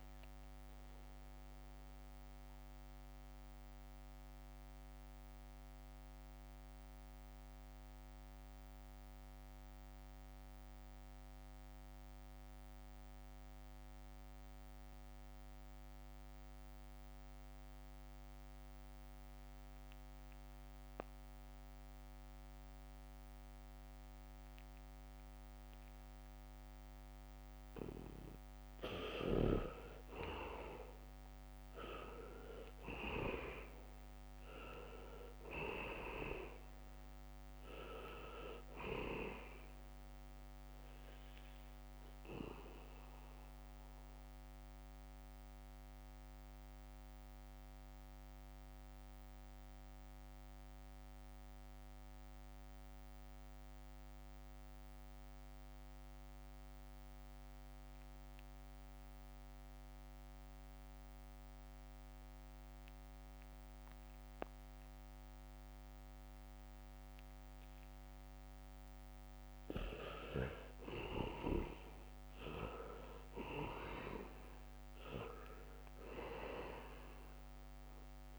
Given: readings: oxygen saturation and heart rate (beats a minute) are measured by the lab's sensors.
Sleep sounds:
breathing in sleep by a microphone on the trachea; 2
0.00-19.00 s: oxygen desaturation (device-marked, oxygen 78% lowest, heart rate 65 extreme)
4.00-28.50 s: mixed apnea (oxygen 97% before, 77% lowest, heart rate 68 before, 65 extreme, up 4 after)
29.00-31.00 s: leg movement (device-marked)
29.00-54.00 s: oxygen desaturation (device-marked, oxygen 99% before, 77% lowest, heart rate 70 before, 68 extreme)
32.00-33.50 s: leg movement (device-marked)
32.00-36.00 s: arousal
33.50-37.00 s: leg movement (device-marked)
47.00-69.50 s: mixed apnea (oxygen 99% before, 77% lowest, heart rate 68 before, 69 extreme, up 1 after)
66.00-78.39 s: oxygen desaturation (device-marked, oxygen 99% before, 80% lowest, heart rate 71 before, 65 extreme)
69.50-77.00 s: leg movement (device-marked)
72.00-75.50 s: arousal
From the record:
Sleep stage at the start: N2 (light sleep); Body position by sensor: on the back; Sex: male

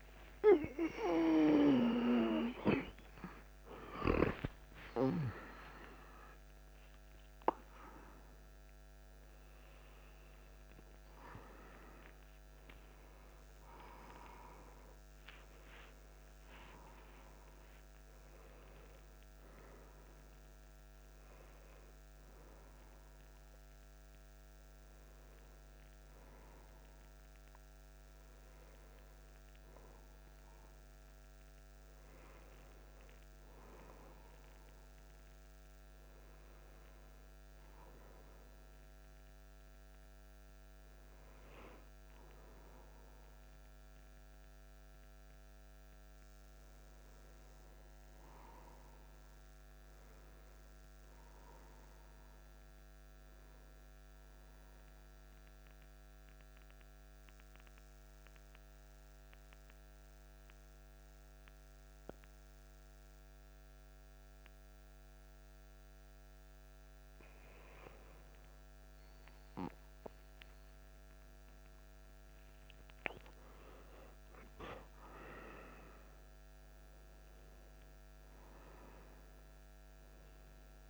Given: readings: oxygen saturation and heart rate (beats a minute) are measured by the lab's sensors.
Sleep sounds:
a person partly awake in a sleep study, by a microphone on the trachea; 1
0.00-8.50 s: oxygen desaturation (device-marked, oxygen 94% lowest, heart rate 29 extreme)
22.50-80.90 s: new sleep stage, N1 (lightest sleep)
54.00-65.00 s: central apnea (oxygen 98% before, 94% lowest, heart rate 90 before, 49 extreme, up 30 after)
66.50-80.90 s: oxygen desaturation (device-marked, oxygen 97% before, 94% lowest)
68.50-72.00 s: arousal
From the record:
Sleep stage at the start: awake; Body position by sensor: on the back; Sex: male

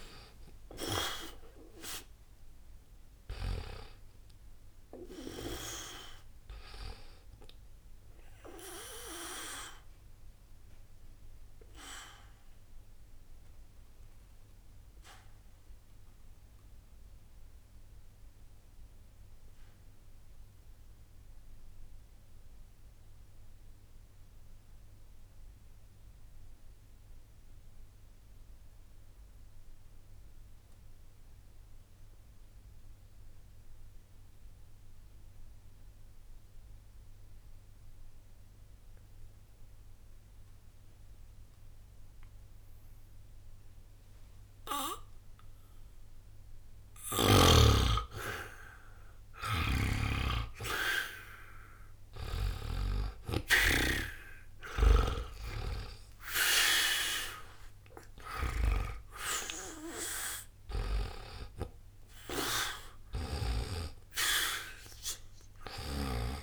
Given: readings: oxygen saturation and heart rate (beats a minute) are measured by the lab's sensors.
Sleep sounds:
breathing in sleep by a room microphone; 1
0.00-30.50 s: oxygen desaturation (device-marked, oxygen 78% lowest, heart rate 60 extreme)
8.50-48.00 s: obstructive apnea (oxygen 97% before, 78% lowest, heart rate 69 before, 60 extreme, up 0 after)
48.50-66.43 s: oxygen desaturation (device-marked, oxygen 99% before, 80% lowest, heart rate 60 before, 60 extreme)
49.50-53.50 s: snoring (device-marked)
51.00-55.00 s: arousal
From the record:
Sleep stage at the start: N2 (light sleep); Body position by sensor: on the back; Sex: male

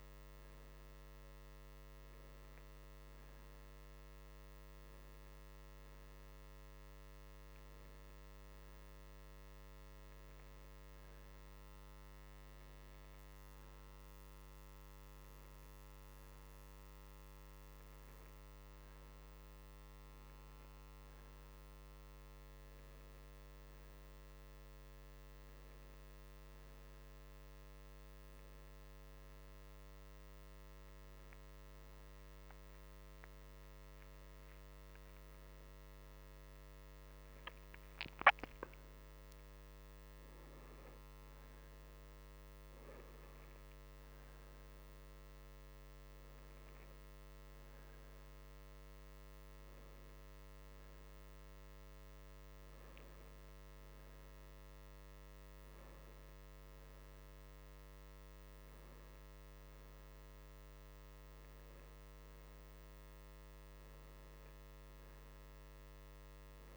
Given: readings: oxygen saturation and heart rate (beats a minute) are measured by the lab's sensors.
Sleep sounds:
breathing in sleep, hard to hear, by a microphone on the trachea; none
none scored
From the record:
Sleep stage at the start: N2 (light sleep); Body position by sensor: on the right side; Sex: male

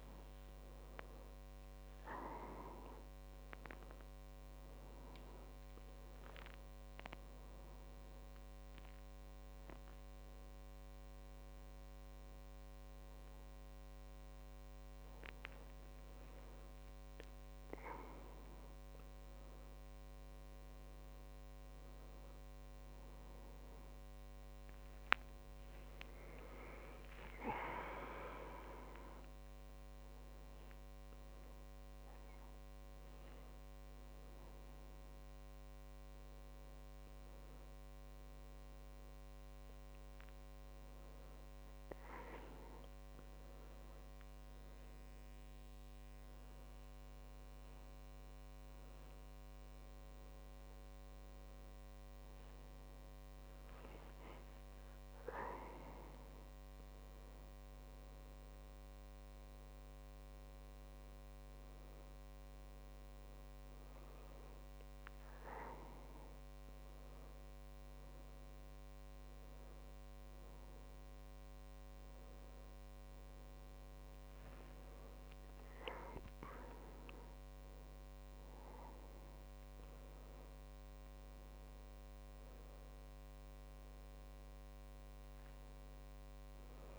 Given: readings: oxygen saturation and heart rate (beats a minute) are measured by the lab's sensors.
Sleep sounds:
breathing in sleep by a microphone on the trachea; 1
0.00-2.00 s: long interval between heartbeats (device-marked)
2.50-4.50 s: long interval between heartbeats (device-marked)
3.00-6.00 s: arousal
8.00-18.00 s: hypopnea (oxygen 98% before, 96% lowest)
20.50-24.50 s: arousal
42.00-44.00 s: long interval between heartbeats (device-marked)
58.00-62.50 s: arousal
59.00-61.00 s: long interval between heartbeats (device-marked)
68.00-70.00 s: long interval between heartbeats (device-marked)
70.00-72.00 s: long interval between heartbeats (device-marked)
83.00-85.00 s: long interval between heartbeats (device-marked)
85.00-86.99 s: long interval between heartbeats (device-marked)
From the record:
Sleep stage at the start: N2 (light sleep); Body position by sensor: on the back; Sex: male

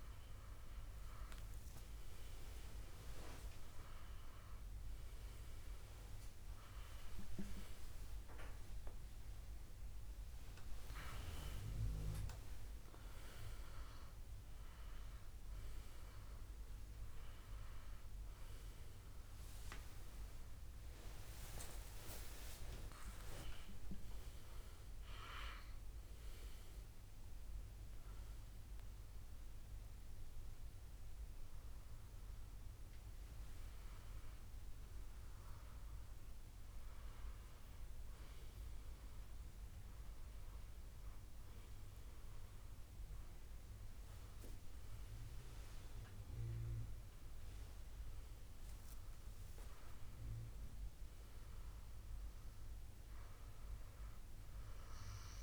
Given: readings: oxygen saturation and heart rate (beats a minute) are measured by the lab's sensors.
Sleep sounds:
a person partly awake in a sleep study, by a room microphone; none
7.50-9.50 s: long interval between heartbeats (device-marked, heart rate 75 before, 99 extreme)
15.00-45.00 s: new sleep stage, N1 (lightest sleep)
45.00-55.43 s: new sleep stage, N2 (light sleep)
From the record:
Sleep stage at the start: awake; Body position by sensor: on the back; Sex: male

